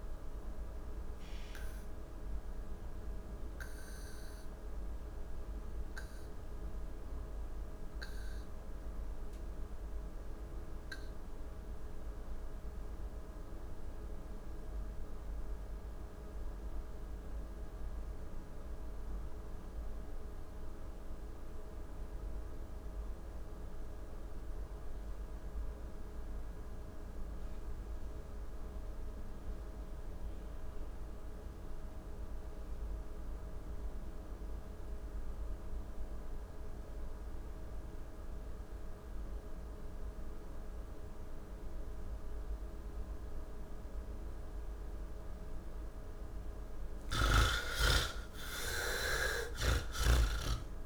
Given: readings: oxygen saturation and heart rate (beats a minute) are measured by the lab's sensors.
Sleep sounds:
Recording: breathing in sleep by a room microphone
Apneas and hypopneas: 1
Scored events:
0.00-15.00 s: oxygen desaturation (device-marked, oxygen 64% lowest, heart rate 84 extreme)
2.00-45.50 s: mixed apnea (oxygen 89% before, 64% lowest, heart rate 124 before, 75 extreme, up 9 after)
23.00-50.86 s: oxygen desaturation (device-marked, oxygen 96% before, 64% lowest, heart rate 119 before, 75 extreme)
From the record:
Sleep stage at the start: N2 (light sleep)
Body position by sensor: on the back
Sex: male

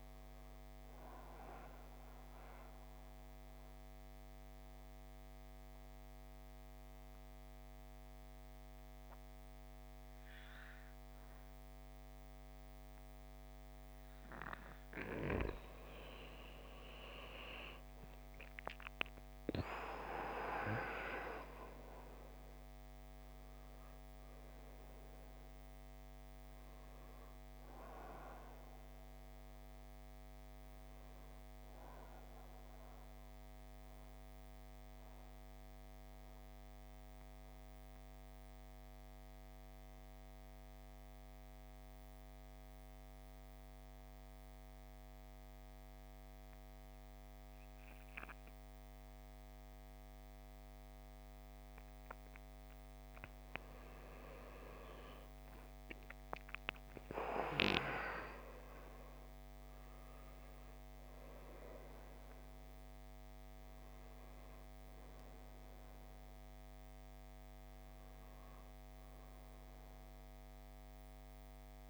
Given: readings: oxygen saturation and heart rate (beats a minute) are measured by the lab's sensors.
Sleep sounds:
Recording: breathing in sleep by a microphone on the trachea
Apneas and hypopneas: 2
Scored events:
2.00-14.50 s: mixed apnea (oxygen 97% before, 86% lowest, heart rate 56 before, 53 extreme, up 10 after)
17.00-21.50 s: arousal
22.50-39.50 s: oxygen desaturation (device-marked, oxygen 96% before, 90% lowest, heart rate 58 before, 51 extreme)
33.00-52.00 s: mixed apnea (oxygen 96% before, 86% lowest, heart rate 61 before, 51 extreme, up 14 after)
54.00-58.00 s: arousal
54.50-71.90 s: oxygen desaturation (device-marked, oxygen 97% before, 86% lowest, heart rate 53 before, 51 extreme)
From the record:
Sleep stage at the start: N2 (light sleep)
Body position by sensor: on the back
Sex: male

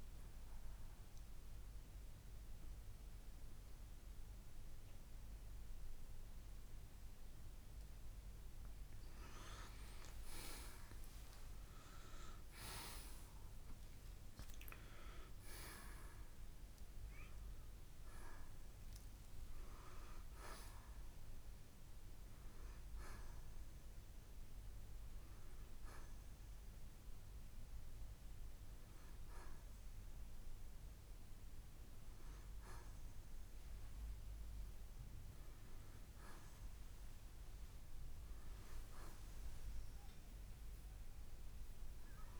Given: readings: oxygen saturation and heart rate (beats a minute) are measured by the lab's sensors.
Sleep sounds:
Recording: breathing in sleep by a room microphone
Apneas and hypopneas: none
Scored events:
0.00-12.00 s: oxygen desaturation (device-marked, oxygen 90% lowest, heart rate 58 extreme)
24.00-39.00 s: oxygen desaturation (device-marked, oxygen 91% before, 85% lowest, heart rate 65 before, 63 extreme)
41.00-42.40 s: arousal
From the record:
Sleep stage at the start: N1 (lightest sleep)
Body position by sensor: on the right side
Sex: male

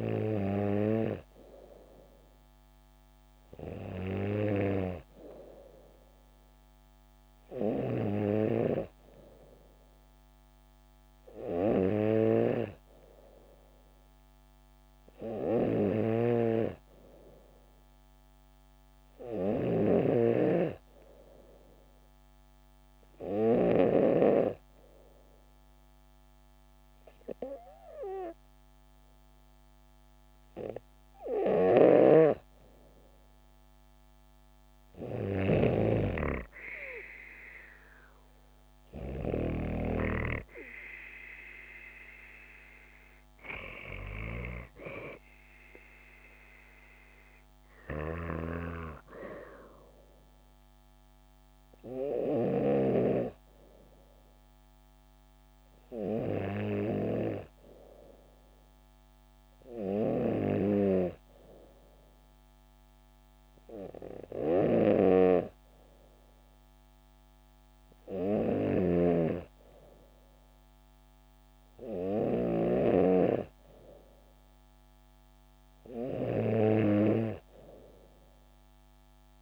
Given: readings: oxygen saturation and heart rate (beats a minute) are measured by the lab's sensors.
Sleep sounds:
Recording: breathing in sleep by a microphone on the trachea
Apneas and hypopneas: 1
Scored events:
16.00-24.00 s: snoring (device-marked)
21.00-32.00 s: hypopnea (oxygen 95% before, 92% lowest, heart rate 70 before, 67 extreme)
33.50-36.00 s: arousal
35.50-39.50 s: snoring (device-marked)
48.00-53.00 s: snoring (device-marked)
68.50-73.00 s: snoring (device-marked)
From the record:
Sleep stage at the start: N3 (deep sleep)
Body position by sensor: on the back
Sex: female

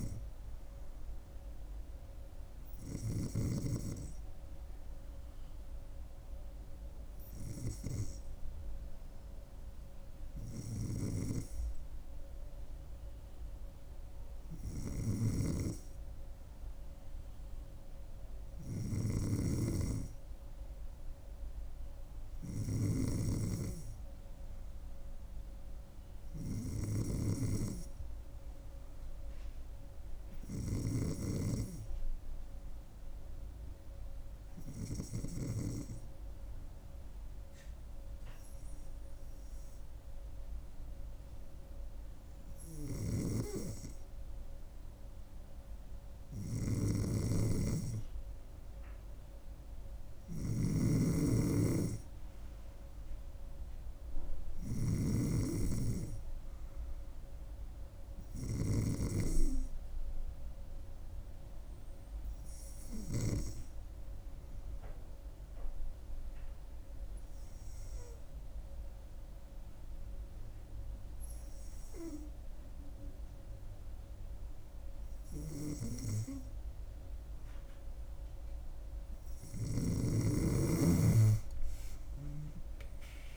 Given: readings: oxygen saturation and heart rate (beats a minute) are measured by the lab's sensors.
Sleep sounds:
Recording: breathing in sleep by a room microphone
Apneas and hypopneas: 1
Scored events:
0.00-3.50 s: snoring (device-marked)
18.50-23.00 s: snoring (device-marked)
46.50-58.50 s: snoring (device-marked)
61.00-77.50 s: hypopnea (oxygen 95% before, 92% lowest, heart rate 69 before, 66 extreme, up 3 after)
80.50-83.37 s: arousal
80.50-83.37 s: oxygen desaturation (device-marked, oxygen 95% before, 92% lowest, heart rate 69 before, 66 extreme)
From the record:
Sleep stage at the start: N3 (deep sleep)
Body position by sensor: on the back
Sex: female

